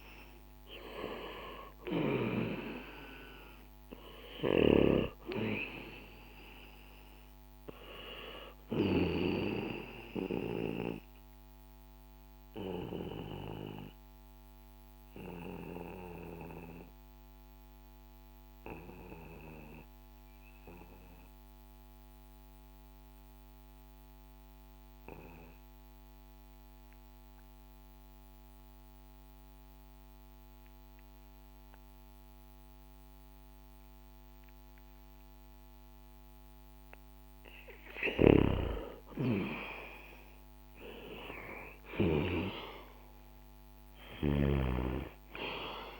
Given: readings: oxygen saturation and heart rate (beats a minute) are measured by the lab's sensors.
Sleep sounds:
breathing in sleep by a microphone on the trachea; 1
0.00-23.00 s: oxygen desaturation (device-marked, oxygen 89% lowest, heart rate 60 extreme)
10.50-36.00 s: obstructive apnea (oxygen 98% before, 89% lowest, heart rate 66 before, 60 extreme, up 10 after)
37.50-46.00 s: snoring (device-marked)
39.00-46.00 s: oxygen desaturation (device-marked, oxygen 98% before, 90% lowest, heart rate 62 before, 61 extreme)
39.50-44.00 s: arousal
From the record:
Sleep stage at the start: N2 (light sleep); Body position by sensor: on the back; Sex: male

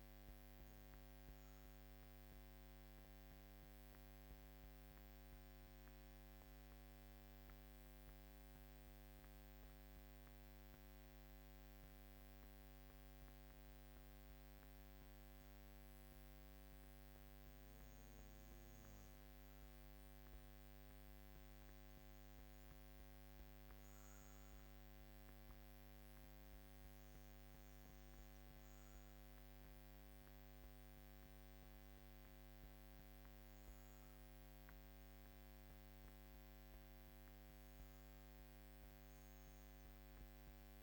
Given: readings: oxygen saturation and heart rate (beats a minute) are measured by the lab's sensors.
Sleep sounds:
breathing in sleep, hard to hear, by a microphone on the trachea; none
none scored
From the record:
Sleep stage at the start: REM sleep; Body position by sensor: on the back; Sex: female

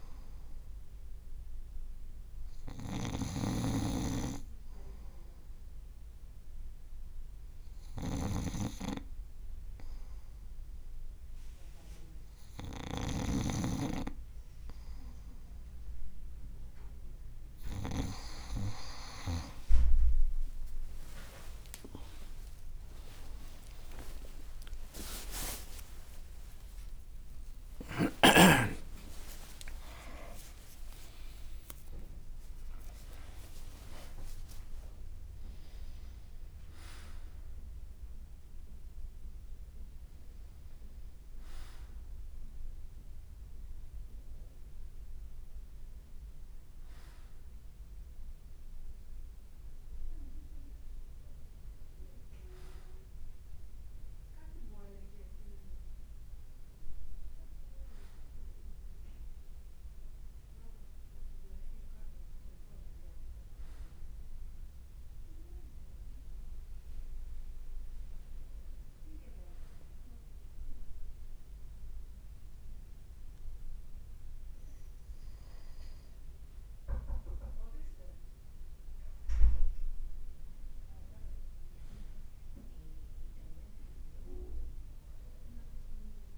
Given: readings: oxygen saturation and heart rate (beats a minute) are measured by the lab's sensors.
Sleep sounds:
breathing in sleep by a room microphone; none
0.00-17.50 s: snoring (device-marked)
19.50-25.50 s: arousal
22.00-32.00 s: tachycardia (device-marked, heart rate 57 before, 152 extreme)
23.00-25.00 s: long interval between heartbeats (device-marked, heart rate 58 before, 77 extreme)
25.50-27.50 s: long interval between heartbeats (device-marked, heart rate 61 before, 103 extreme)
27.00-57.00 s: new sleep stage, N1 (lightest sleep)
27.50-29.50 s: long interval between heartbeats (device-marked, heart rate 66 before, 133 extreme)
30.00-32.00 s: long interval between heartbeats (device-marked, heart rate 79 before, 135 extreme)
33.50-35.50 s: long interval between heartbeats (device-marked, heart rate 92 before, 108 extreme)
57.00-86.38 s: new sleep stage, N2 (light sleep)
65.00-68.50 s: leg movement (device-marked)
From the record:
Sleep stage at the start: N2 (light sleep); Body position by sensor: on the front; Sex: male

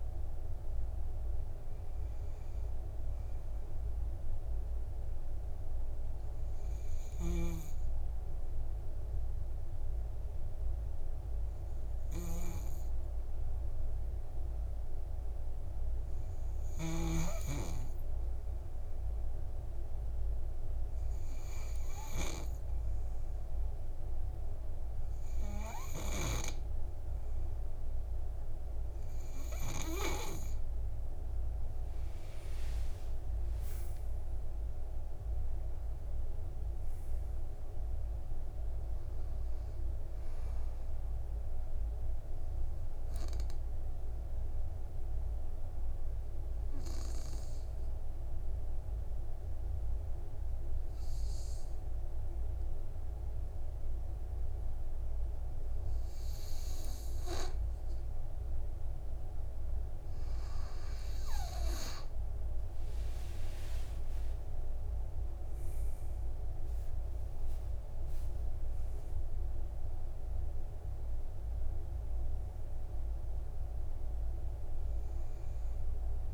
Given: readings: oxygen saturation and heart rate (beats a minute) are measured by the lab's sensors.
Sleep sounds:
breathing in sleep by a room microphone; 2
7.50-30.00 s: obstructive apnea (oxygen 95% before, 93% lowest, heart rate 66 before, 52 extreme, up 27 after)
28.00-56.00 s: oxygen desaturation (device-marked, oxygen 99% before, 93% lowest, heart rate 54 before, 53 extreme)
32.00-37.00 s: arousal
34.00-36.00 s: long interval between heartbeats (device-marked, heart rate 57 before, 78 extreme)
42.00-59.50 s: obstructive apnea (oxygen 99% before, 93% lowest, heart rate 66 before, 53 extreme, up 16 after)
63.50-68.50 s: arousal
From the record:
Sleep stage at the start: N2 (light sleep); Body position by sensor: on the back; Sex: male

